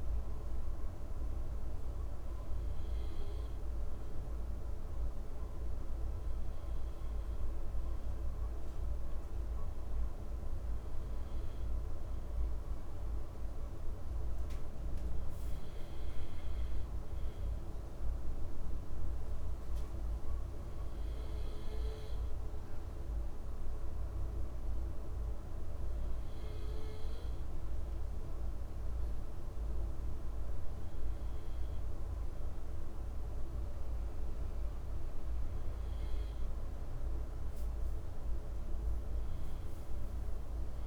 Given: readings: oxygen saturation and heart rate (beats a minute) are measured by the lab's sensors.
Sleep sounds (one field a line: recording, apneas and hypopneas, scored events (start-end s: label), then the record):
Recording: breathing in sleep, hard to hear, by a room microphone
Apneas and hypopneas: none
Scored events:
none scored
From the record:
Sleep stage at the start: N2 (light sleep)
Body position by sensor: on the left side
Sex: male